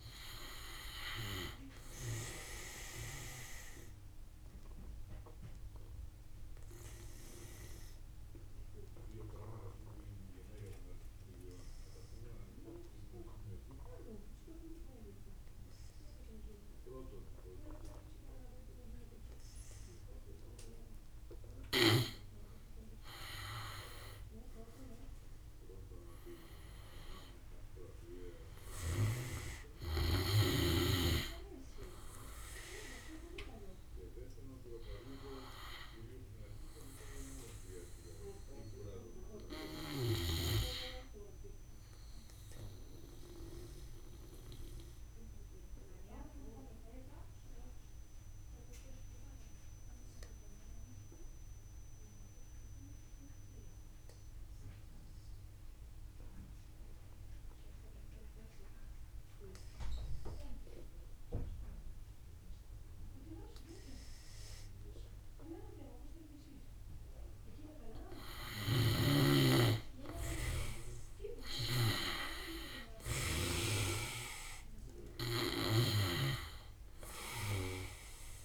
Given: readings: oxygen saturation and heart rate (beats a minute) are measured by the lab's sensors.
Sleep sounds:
breathing in sleep by a room microphone; 2
0.00-7.00 s: oxygen desaturation (device-marked, oxygen 86% lowest, heart rate 56 extreme)
3.00-20.50 s: obstructive apnea (oxygen 96% before, 85% lowest, heart rate 64 before, 54 extreme, up 12 after)
22.00-43.00 s: oxygen desaturation (device-marked, oxygen 95% before, 85% lowest, heart rate 60 before, 53 extreme)
23.50-27.50 s: arousal
28.00-51.00 s: drop in pulse transit time (device-marked, heart rate 61 before, 54 extreme)
42.50-66.00 s: obstructive apnea (oxygen 95% before, 82% lowest, heart rate 64 before, 53 extreme, up 8 after)
60.00-78.45 s: oxygen desaturation (device-marked, oxygen 97% before, 84% lowest, heart rate 57 before, 55 extreme)
68.00-73.00 s: snoring (device-marked)
68.50-72.00 s: arousal
75.00-78.45 s: drop in pulse transit time (device-marked, heart rate 57 before, 61 extreme)
75.00-78.45 s: snoring (device-marked)
From the record:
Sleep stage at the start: N2 (light sleep); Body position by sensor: on the back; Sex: male

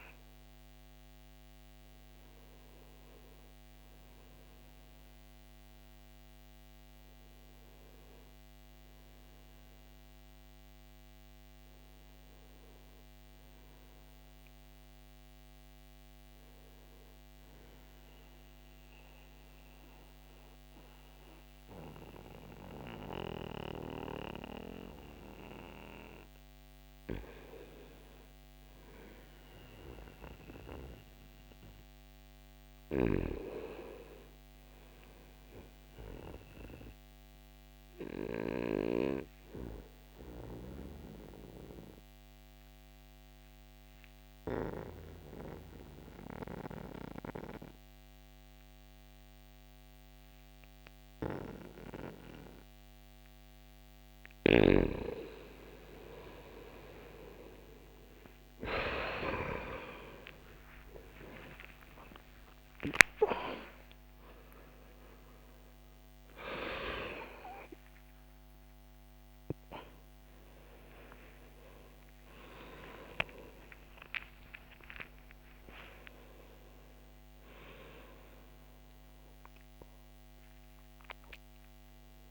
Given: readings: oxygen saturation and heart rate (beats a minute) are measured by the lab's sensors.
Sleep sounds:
breathing in sleep by a microphone on the trachea; 1
0.00-26.50 s: oxygen desaturation (device-marked, oxygen 91% lowest, heart rate 64 extreme)
8.50-68.50 s: new sleep stage, N2 (light sleep)
39.50-53.00 s: obstructive apnea (oxygen 96% before, 90% lowest, heart rate 67 before, 45 extreme, up 13 after)
40.50-54.50 s: oxygen desaturation (device-marked, oxygen 96% before, 91% lowest, heart rate 67 before, 45 extreme)
68.50-82.31 s: new sleep stage, awake
From the record:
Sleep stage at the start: N1 (lightest sleep); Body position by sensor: on the back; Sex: male

